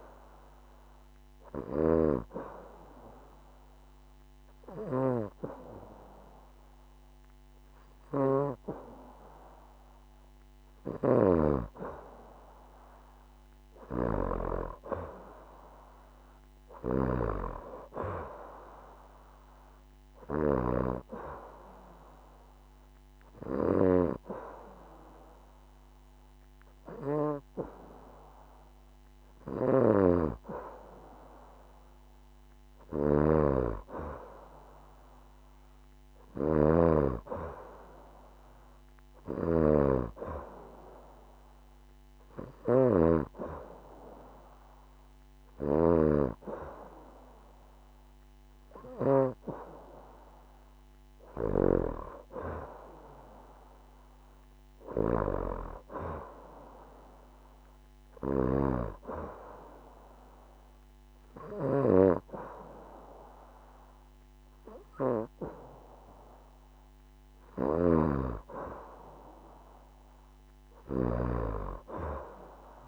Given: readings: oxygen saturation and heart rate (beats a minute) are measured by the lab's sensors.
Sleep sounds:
breathing in sleep by a microphone on the trachea; 1
1.50-11.50 s: obstructive apnea (oxygen 94% before, 90% lowest, heart rate 71 before, 67 extreme, up 3 after)
2.00-15.00 s: oxygen desaturation (device-marked, oxygen 93% before, 90% lowest, heart rate 71 before, 67 extreme)
15.00-18.50 s: arousal
22.00-33.00 s: oxygen desaturation (device-marked, oxygen 95% before, 90% lowest, heart rate 70 before, 67 extreme)
43.00-51.00 s: oxygen desaturation (device-marked, oxygen 94% before, 91% lowest, heart rate 70 before, 70 extreme)
From the record:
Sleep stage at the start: N2 (light sleep); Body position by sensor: on the back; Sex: female

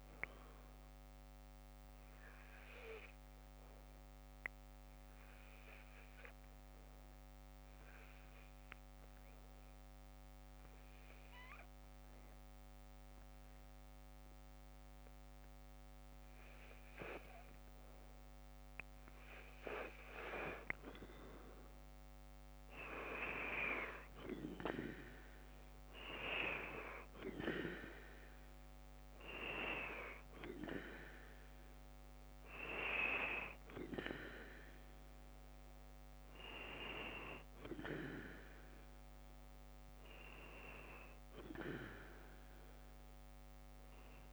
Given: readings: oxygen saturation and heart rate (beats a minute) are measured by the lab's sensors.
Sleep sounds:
breathing in sleep by a microphone on the trachea; 1
3.00-15.50 s: hypopnea (oxygen 96% before, 90% lowest, heart rate 56 before, 57 extreme, up 2 after)
18.50-22.50 s: arousal
37.50-44.33 s: oxygen desaturation (device-marked, oxygen 94% before, 90% lowest, heart rate 59 before, 53 extreme)
From the record:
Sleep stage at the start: N2 (light sleep); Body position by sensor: on the left side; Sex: female

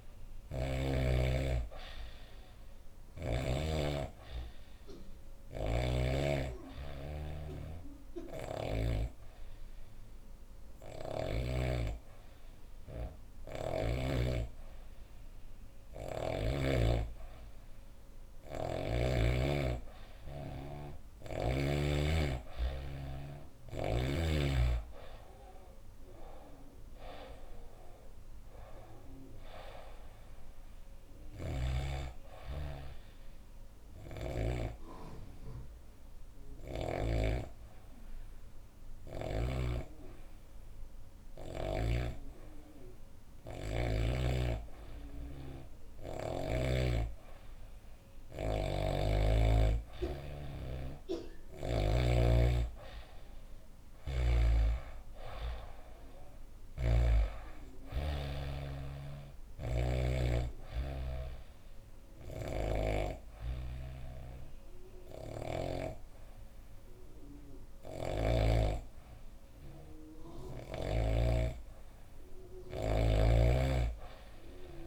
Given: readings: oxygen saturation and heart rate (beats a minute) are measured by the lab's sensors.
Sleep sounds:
breathing in sleep by a room microphone; 3
0.00-13.00 s: oxygen desaturation (device-marked, oxygen 92% lowest, heart rate 67 extreme)
4.00-16.50 s: obstructive apnea (oxygen 98% before, 92% lowest, heart rate 67 before, 65 extreme, up 2 after)
7.50-11.00 s: snoring (device-marked)
22.00-27.00 s: arousal
30.50-34.00 s: snoring (device-marked)
31.50-47.50 s: obstructive apnea (oxygen 95% before, 92% lowest, heart rate 70 before, 65 extreme, up 4 after)
50.00-55.00 s: arousal
54.00-71.00 s: oxygen desaturation (device-marked, oxygen 96% before, 92% lowest, heart rate 67 before, 65 extreme)
56.00-59.50 s: snoring (device-marked)
59.00-70.50 s: obstructive apnea (oxygen 97% before, 92% lowest, heart rate 67 before, 65 extreme, up 6 after)
61.50-68.00 s: snoring (device-marked)
72.00-74.87 s: arousal
From the record:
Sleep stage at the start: N2 (light sleep); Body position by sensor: on the back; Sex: female

